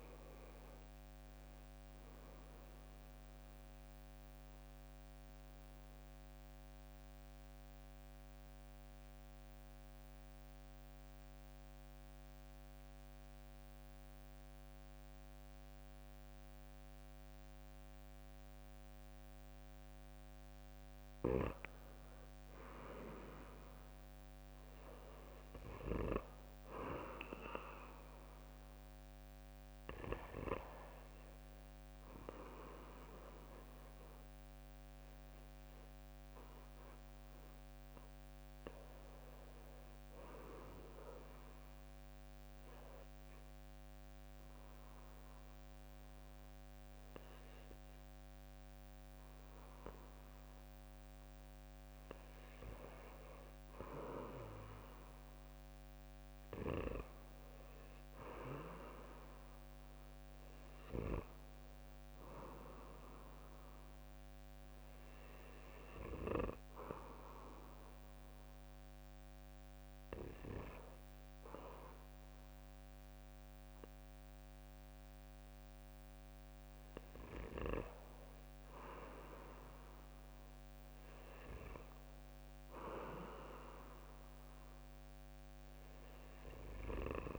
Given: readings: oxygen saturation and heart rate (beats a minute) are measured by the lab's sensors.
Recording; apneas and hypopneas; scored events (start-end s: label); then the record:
breathing in sleep by a microphone on the trachea; 3
0.00-5.50 s: drop in pulse transit time (device-marked, heart rate 57 extreme)
0.00-16.50 s: oxygen desaturation (device-marked, oxygen 90% lowest, heart rate 54 extreme)
5.00-20.00 s: hypopnea (oxygen 98% before, 90% lowest, heart rate 63 before, 53 extreme, up 5 after)
21.00-25.00 s: arousal
29.50-43.50 s: oxygen desaturation (device-marked, oxygen 99% before, 93% lowest, heart rate 57 before, 53 extreme)
39.50-49.50 s: hypopnea (oxygen 99% before, 93% lowest, heart rate 58 before, 53 extreme, up 4 after)
50.50-54.50 s: arousal
68.50-80.00 s: hypopnea (oxygen 97% before, 89% lowest, heart rate 58 before, 57 extreme, up 1 after)
80.50-85.00 s: arousal
From the record:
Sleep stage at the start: REM sleep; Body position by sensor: on the back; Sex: male